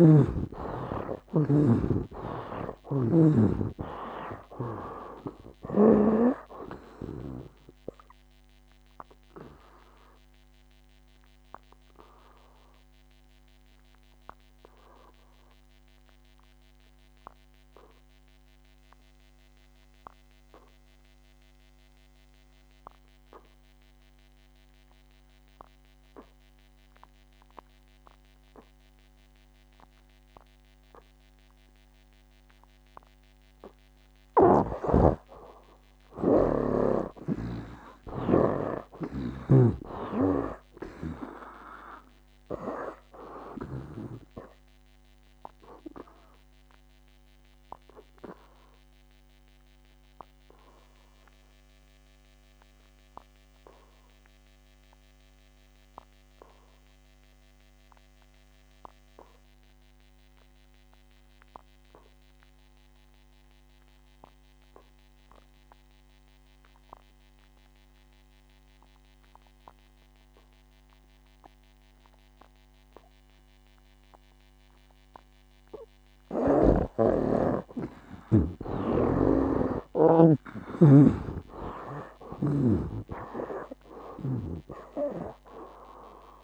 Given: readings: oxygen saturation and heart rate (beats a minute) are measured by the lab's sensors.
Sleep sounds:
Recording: breathing in sleep by a microphone on the trachea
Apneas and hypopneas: 2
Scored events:
0.00-3.50 s: arousal
0.00-31.00 s: oxygen desaturation (device-marked, oxygen 69% lowest, heart rate 59 extreme)
9.00-35.00 s: obstructive apnea (oxygen 93% before, 69% lowest, heart rate 73 before, 59 extreme, up 17 after)
33.00-67.00 s: oxygen desaturation (device-marked, oxygen 97% before, 69% lowest, heart rate 64 before, 59 extreme)
34.50-38.00 s: snoring (device-marked)
38.50-42.00 s: arousal
45.50-76.00 s: obstructive apnea (oxygen 97% before, 68% lowest, heart rate 66 before, 59 extreme, up 17 after)
72.00-86.44 s: oxygen desaturation (device-marked, oxygen 94% before, 68% lowest, heart rate 61 before, 59 extreme)
79.00-83.00 s: snoring (device-marked)
79.00-83.50 s: arousal
From the record:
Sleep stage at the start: N2 (light sleep)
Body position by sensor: on the back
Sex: male

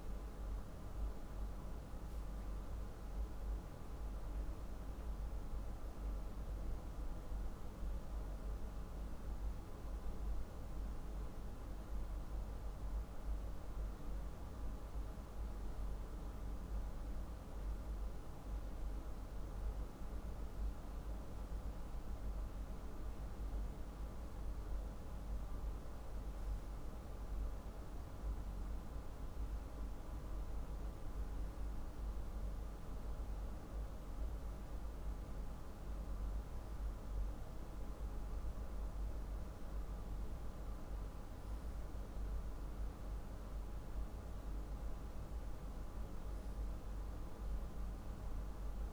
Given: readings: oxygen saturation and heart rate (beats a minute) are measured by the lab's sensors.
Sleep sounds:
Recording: breathing in sleep, hard to hear, by a room microphone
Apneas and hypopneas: none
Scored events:
none scored
From the record:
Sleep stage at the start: N2 (light sleep)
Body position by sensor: on the back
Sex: male

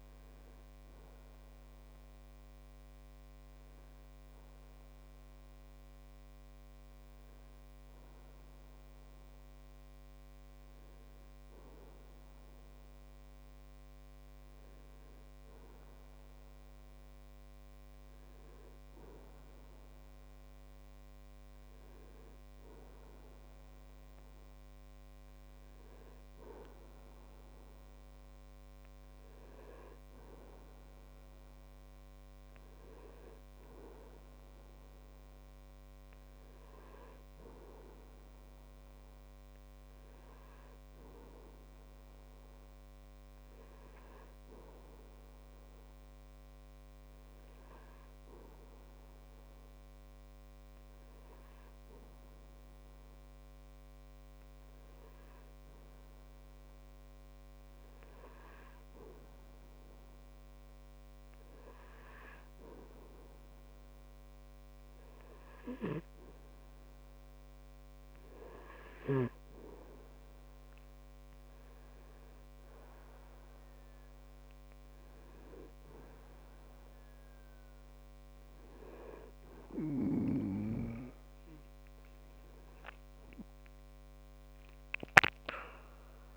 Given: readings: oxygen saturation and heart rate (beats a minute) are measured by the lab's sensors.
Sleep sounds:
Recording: breathing in sleep by a microphone on the trachea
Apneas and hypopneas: 1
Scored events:
42.50-68.50 s: hypopnea (oxygen 97% before, 96% lowest)
72.50-76.00 s: arousal
From the record:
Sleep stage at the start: N2 (light sleep)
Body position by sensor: on the back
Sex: male

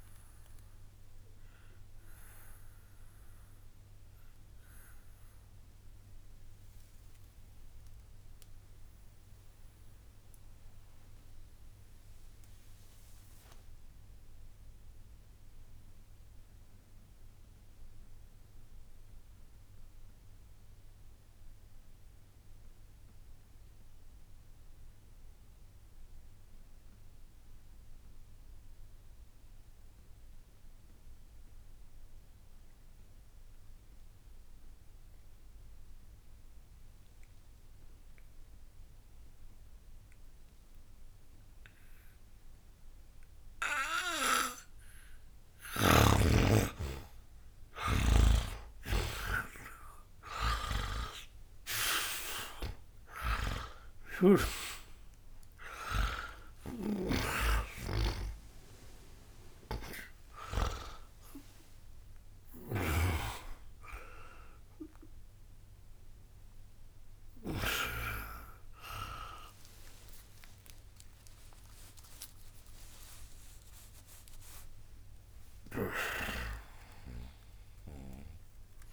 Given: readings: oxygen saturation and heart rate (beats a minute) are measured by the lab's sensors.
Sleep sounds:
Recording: a person partly awake in a sleep study, by a room microphone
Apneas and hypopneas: 1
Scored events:
0.00-15.00 s: oxygen desaturation (device-marked, oxygen 80% lowest, heart rate 55 extreme)
1.00-44.00 s: mixed apnea (oxygen 94% before, 75% lowest, heart rate 80 before, 60 extreme)
38.00-78.93 s: oxygen desaturation (device-marked, oxygen 98% before, 75% lowest, heart rate 61 before, 60 extreme)
45.00-75.00 s: new sleep stage, awake
75.00-78.93 s: new sleep stage, N2 (light sleep)
From the record:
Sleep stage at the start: N2 (light sleep)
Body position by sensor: on the back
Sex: male

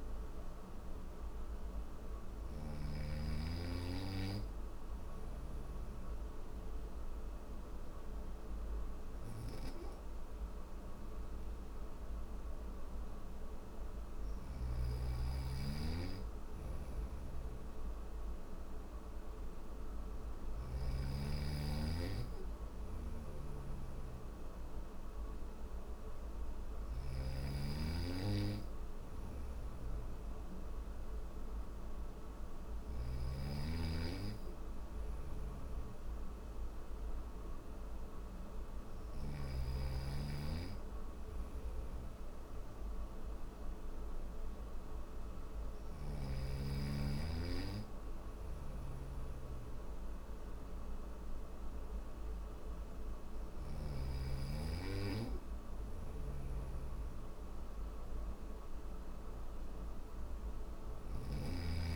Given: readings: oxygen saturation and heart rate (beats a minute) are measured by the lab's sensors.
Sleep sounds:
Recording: breathing in sleep by a room microphone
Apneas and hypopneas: none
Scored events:
16.00-20.00 s: snoring (device-marked)
22.00-32.00 s: snoring (device-marked)
34.00-38.50 s: snoring (device-marked)
40.50-45.50 s: snoring (device-marked)
47.50-53.00 s: snoring (device-marked)
55.00-60.50 s: snoring (device-marked)
From the record:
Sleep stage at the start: N1 (lightest sleep)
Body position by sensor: on the back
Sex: male

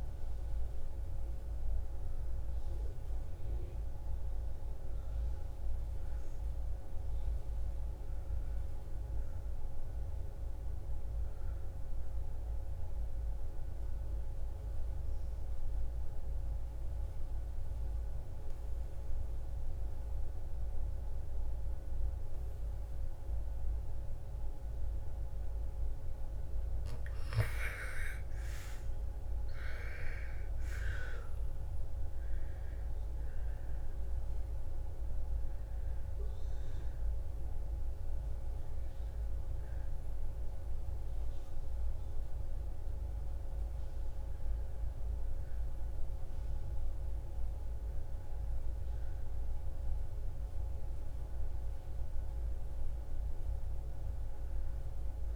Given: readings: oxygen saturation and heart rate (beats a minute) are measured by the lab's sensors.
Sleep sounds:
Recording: breathing in sleep, hard to hear, by a room microphone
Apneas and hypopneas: 1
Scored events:
10.50-46.50 s: oxygen desaturation (device-marked, oxygen 99% before, 83% lowest, heart rate 71 before, 56 extreme)
12.50-25.00 s: obstructive apnea (oxygen 99% before, 83% lowest, heart rate 70 before, 58 extreme, up 8 after)
26.50-31.00 s: arousal
53.50-55.35 s: new sleep stage, N2 (light sleep)
From the record:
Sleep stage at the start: N1 (lightest sleep)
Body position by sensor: on the back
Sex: female

